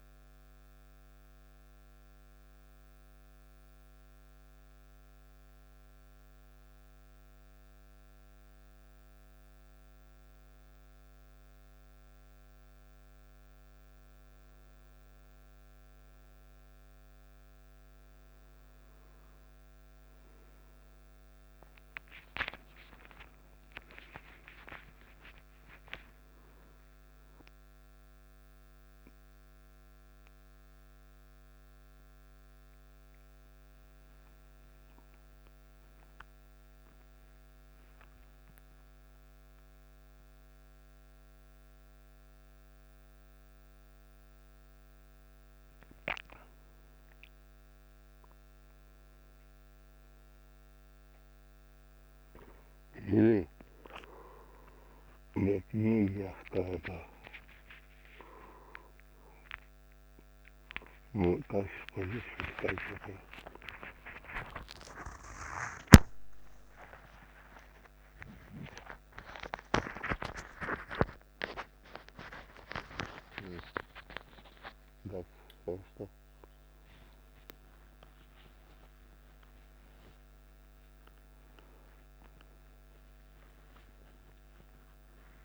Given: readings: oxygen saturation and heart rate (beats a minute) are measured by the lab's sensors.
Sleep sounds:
a person awake in a sleep study, by a microphone on the trachea; none
none scored
From the record:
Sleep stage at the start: awake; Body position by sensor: on the back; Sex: male

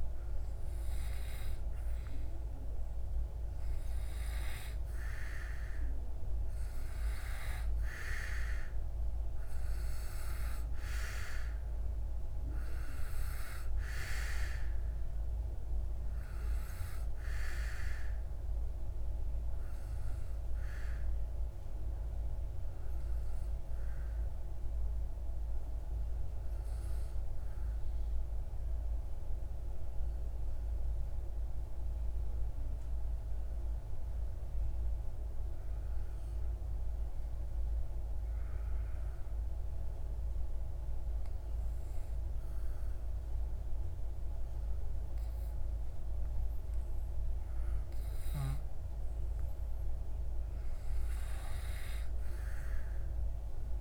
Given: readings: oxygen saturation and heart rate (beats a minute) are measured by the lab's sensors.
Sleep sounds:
breathing in sleep by a room microphone; 1
0.00-29.00 s: oxygen desaturation (device-marked, oxygen 91% lowest)
23.00-48.50 s: obstructive apnea (oxygen 94% before, 92% lowest)
50.00-53.50 s: arousal
50.00-53.81 s: oxygen desaturation (device-marked, oxygen 96% before, 92% lowest)
From the record:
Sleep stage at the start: N2 (light sleep); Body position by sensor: on the back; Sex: male

